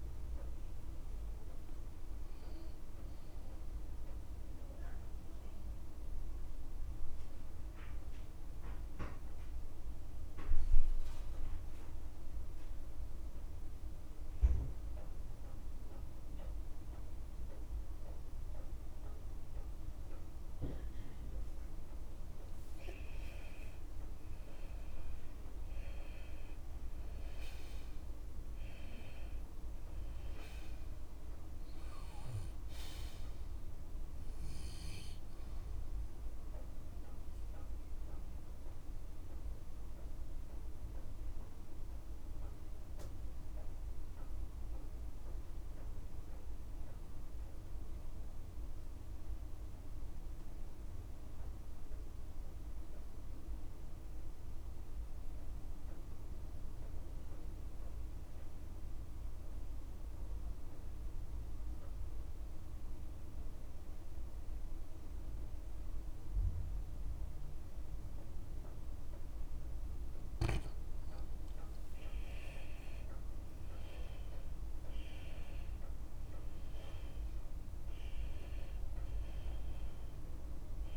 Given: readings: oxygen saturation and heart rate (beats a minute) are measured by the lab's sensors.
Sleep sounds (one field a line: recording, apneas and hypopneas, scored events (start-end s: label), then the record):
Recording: breathing in sleep, hard to hear, by a room microphone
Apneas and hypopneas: 2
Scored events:
0.00-4.50 s: oxygen desaturation (device-marked, oxygen 88% lowest, heart rate 48 extreme)
6.00-22.00 s: mixed apnea (oxygen 97% before, 89% lowest, heart rate 51 before, 49 extreme, up 7 after)
22.50-55.50 s: oxygen desaturation (device-marked, oxygen 98% before, 89% lowest, heart rate 50 before, 36 extreme)
24.00-27.50 s: arousal
38.50-71.00 s: mixed apnea (oxygen 98% before, 88% lowest, heart rate 54 before, 33 extreme, up 2 after)
68.50-80.97 s: oxygen desaturation (device-marked, oxygen 97% before, 88% lowest, heart rate 52 before, 33 extreme)
71.50-73.50 s: long interval between heartbeats (device-marked, heart rate 52 before, 54 extreme)
73.50-78.00 s: arousal
74.50-76.50 s: long interval between heartbeats (device-marked, heart rate 52 before, 46 extreme)
78.00-80.00 s: long interval between heartbeats (device-marked, heart rate 51 before, 38 extreme)
From the record:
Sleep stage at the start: N2 (light sleep)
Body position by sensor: on the left side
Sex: male